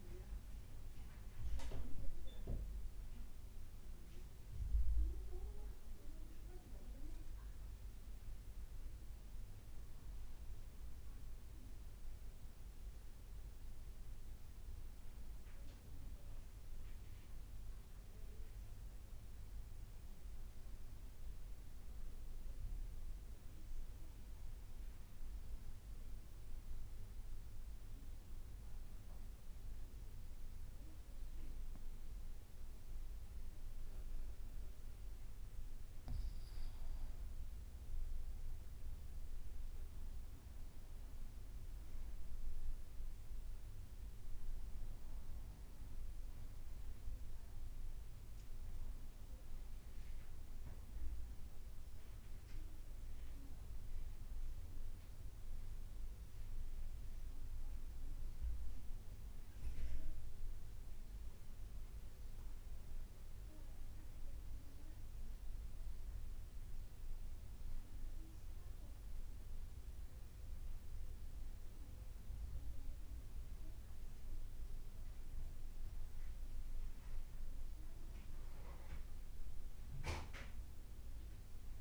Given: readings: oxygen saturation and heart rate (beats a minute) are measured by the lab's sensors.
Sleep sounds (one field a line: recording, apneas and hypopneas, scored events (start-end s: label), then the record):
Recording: breathing in sleep, hard to hear, by a room microphone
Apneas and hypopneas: 1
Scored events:
17.00-20.50 s: arousal
25.50-36.50 s: mixed apnea (oxygen 96% before, 92% lowest, heart rate 56 before, 53 extreme, up 1 after)
39.00-43.00 s: arousal
75.50-79.50 s: arousal
From the record:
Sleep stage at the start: N2 (light sleep)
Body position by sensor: on the back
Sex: male